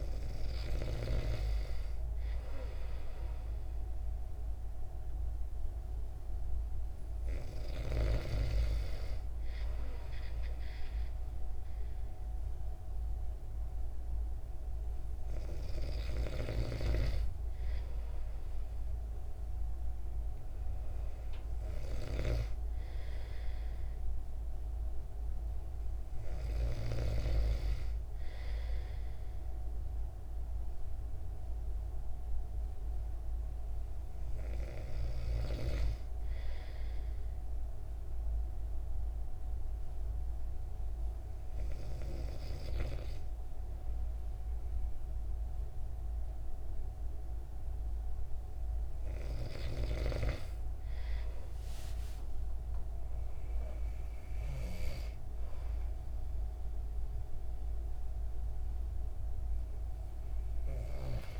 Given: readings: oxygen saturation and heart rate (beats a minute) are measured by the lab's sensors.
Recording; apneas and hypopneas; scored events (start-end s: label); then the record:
breathing in sleep by a room microphone; 1
37.00-50.50 s: hypopnea (oxygen 96% before, 93% lowest)
52.00-55.50 s: arousal
From the record:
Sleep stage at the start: N2 (light sleep); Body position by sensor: on the back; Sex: male